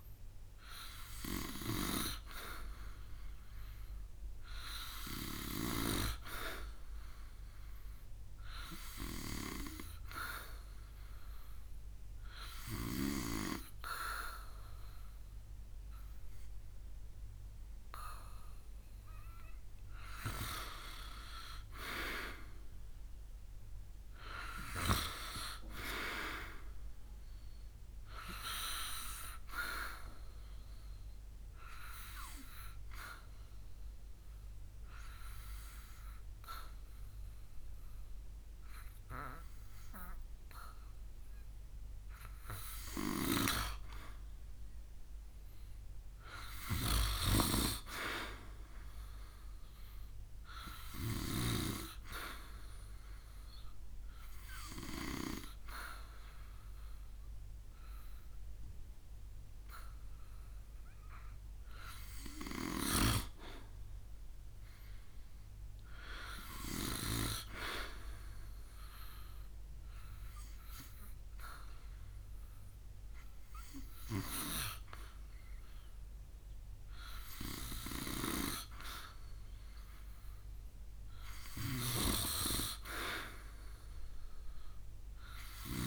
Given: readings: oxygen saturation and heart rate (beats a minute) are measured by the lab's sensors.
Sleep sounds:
breathing in sleep by a room microphone; 2
29.00-43.50 s: obstructive apnea (oxygen 92% before, 90% lowest, heart rate 71 before, 67 extreme, up 3 after)
46.00-49.50 s: arousal
53.00-63.50 s: obstructive apnea (oxygen 92% before, 90% lowest, heart rate 69 before, 66 extreme, up 2 after)
65.50-68.50 s: arousal
70.50-80.50 s: oxygen desaturation (device-marked, oxygen 94% before, 90% lowest, heart rate 69 before, 66 extreme)
From the record:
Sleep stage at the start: N2 (light sleep); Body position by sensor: on the back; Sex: male

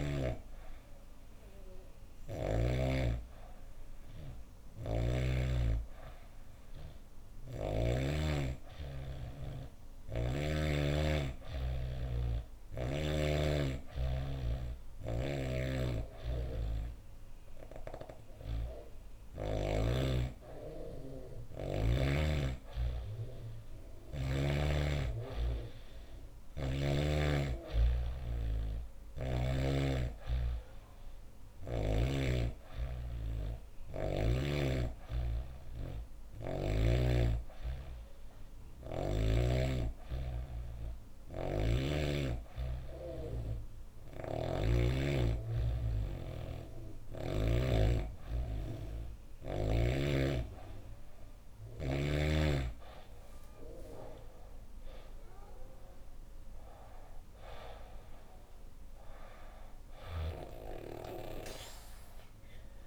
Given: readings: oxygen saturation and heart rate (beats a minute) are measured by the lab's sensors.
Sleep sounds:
breathing in sleep by a room microphone; none
4.00-7.50 s: snoring (device-marked)
14.50-19.50 s: snoring (device-marked)
From the record:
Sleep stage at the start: N2 (light sleep); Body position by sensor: on the back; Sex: female

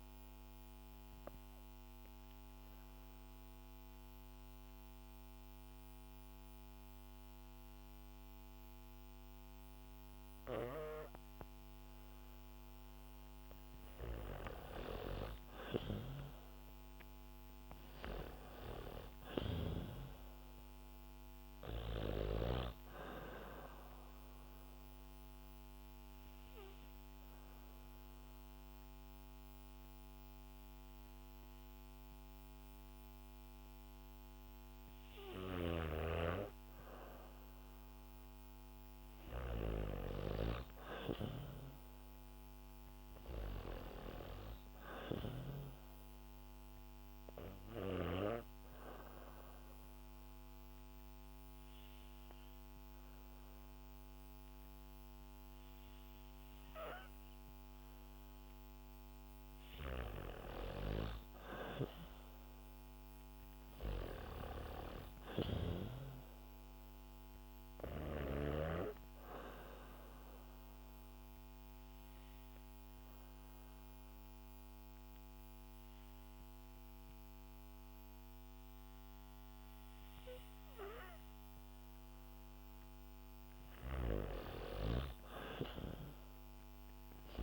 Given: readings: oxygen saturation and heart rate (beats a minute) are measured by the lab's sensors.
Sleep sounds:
breathing in sleep by a microphone on the trachea; 4
0.50-13.00 s: mixed apnea (oxygen 98% before, 95% lowest, heart rate 64 before, 61 extreme, up 6 after)
16.50-19.00 s: arousal
18.50-22.00 s: snoring (device-marked)
22.50-34.00 s: hypopnea (oxygen 98% before, 95% lowest, heart rate 64 before, 62 extreme, up 6 after)
36.50-40.50 s: arousal
46.50-58.00 s: hypopnea (oxygen 99% before, 95% lowest, heart rate 65 before, 62 extreme, up 3 after)
61.50-65.50 s: arousal
72.00-82.00 s: hypopnea (oxygen 98% before, 95% lowest, heart rate 64 before, 62 extreme, up 4 after)
From the record:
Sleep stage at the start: N2 (light sleep); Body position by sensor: on the back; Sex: female

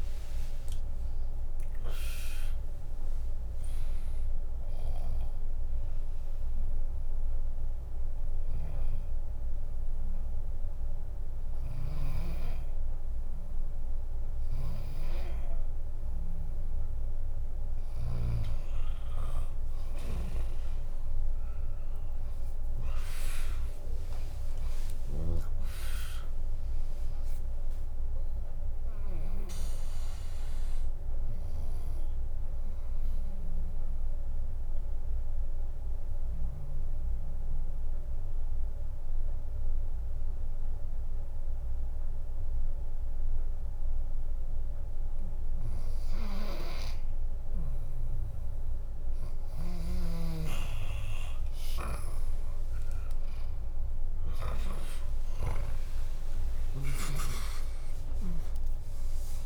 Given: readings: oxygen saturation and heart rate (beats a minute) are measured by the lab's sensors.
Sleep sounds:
breathing in sleep by a room microphone; 2
0.00-3.00 s: arousal
0.00-7.00 s: drop in pulse transit time (device-marked, heart rate 71 extreme)
6.00-17.50 s: obstructive apnea (oxygen 99% before, 96% lowest, heart rate 98 before, 55 extreme, up 22 after)
9.00-19.00 s: bradycardia (device-marked, heart rate 68 before, 55 extreme)
22.50-24.50 s: long interval between heartbeats (device-marked, heart rate 69 before, 69 extreme)
23.00-35.00 s: drop in pulse transit time (device-marked, heart rate 68 before, 60 extreme)
23.50-29.50 s: arousal
33.50-48.50 s: obstructive apnea (oxygen 100% before, 96% lowest, heart rate 68 before, 58 extreme, up 36 after)
44.00-47.00 s: bradycardia (device-marked, heart rate 67 before, 60 extreme)
51.00-53.00 s: long interval between heartbeats (device-marked, heart rate 62 before, 67 extreme)
52.00-56.50 s: arousal
55.00 s: drop in pulse transit time (device-marked)
55.00-57.00 s: long interval between heartbeats (device-marked, heart rate 63 before, 87 extreme)
56.00-59.46 s: oxygen desaturation (device-marked, oxygen 99% before, 96% lowest, heart rate 64 before, 56 extreme)
56.00-59.46 s: tachycardia (device-marked, heart rate 68 before, 128 extreme)
57.00-59.46 s: drop in pulse transit time (device-marked, heart rate 66 before, 87 extreme)
From the record:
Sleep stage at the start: N2 (light sleep); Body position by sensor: on the back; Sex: female

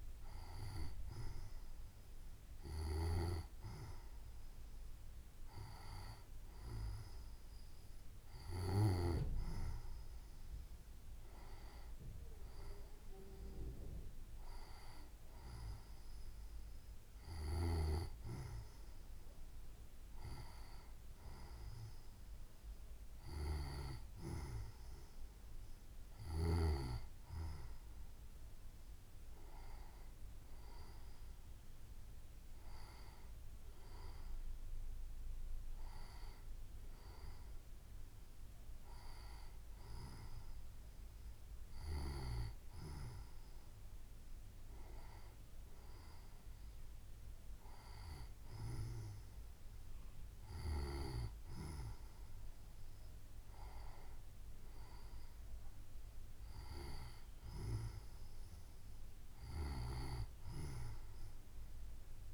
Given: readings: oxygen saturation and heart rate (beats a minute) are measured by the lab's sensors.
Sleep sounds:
breathing in sleep by a room microphone; none
none scored
From the record:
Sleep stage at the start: N2 (light sleep); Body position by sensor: on the right side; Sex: female

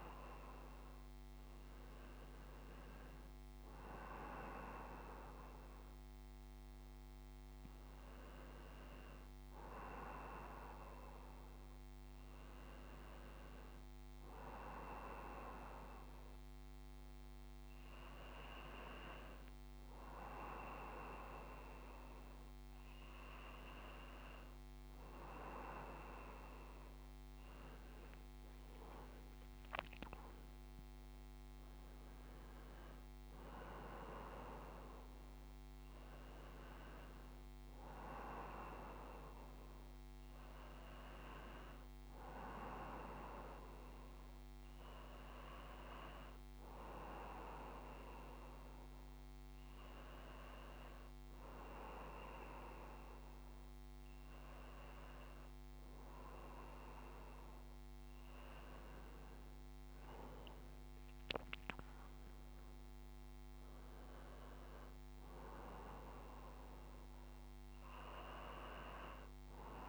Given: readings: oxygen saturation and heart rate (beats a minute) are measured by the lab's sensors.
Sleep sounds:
breathing in sleep by a microphone on the trachea; none
none scored
From the record:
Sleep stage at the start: N1 (lightest sleep); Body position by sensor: on the back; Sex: male

